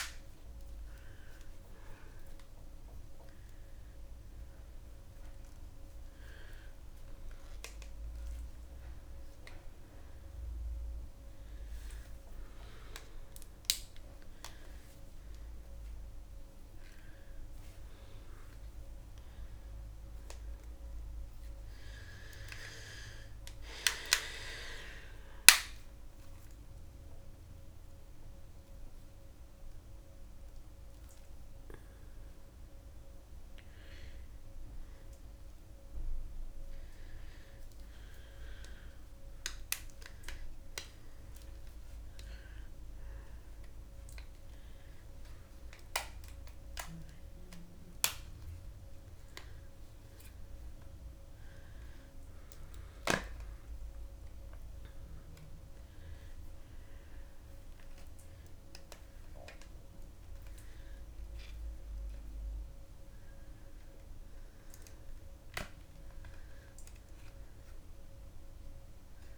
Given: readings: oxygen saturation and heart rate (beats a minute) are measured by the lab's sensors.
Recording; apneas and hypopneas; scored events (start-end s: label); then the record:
a person awake in a sleep study, by a room microphone; none
none scored
From the record:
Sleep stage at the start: awake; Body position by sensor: on the back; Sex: female